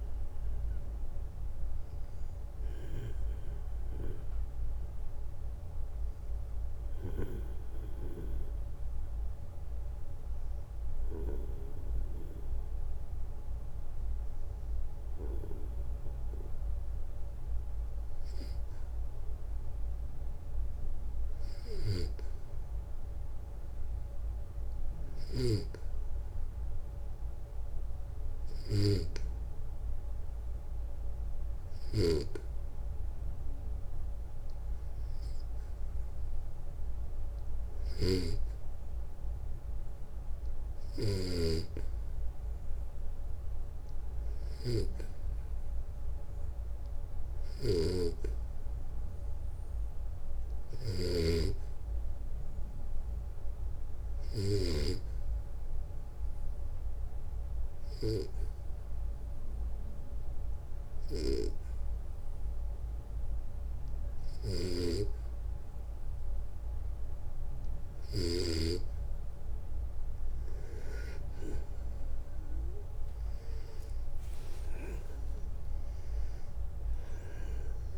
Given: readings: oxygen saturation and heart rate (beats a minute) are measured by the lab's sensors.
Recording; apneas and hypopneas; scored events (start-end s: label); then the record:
breathing in sleep by a room microphone; 1
21.00-25.00 s: snoring (device-marked)
31.00-54.00 s: snoring (device-marked)
31.00-67.00 s: hypopnea (oxygen 97% before, 91% lowest, heart rate 60 before, 60 extreme, up 5 after)
63.50-67.50 s: snoring (device-marked)
73.50-77.98 s: arousal
From the record:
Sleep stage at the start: N2 (light sleep); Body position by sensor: on the back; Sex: male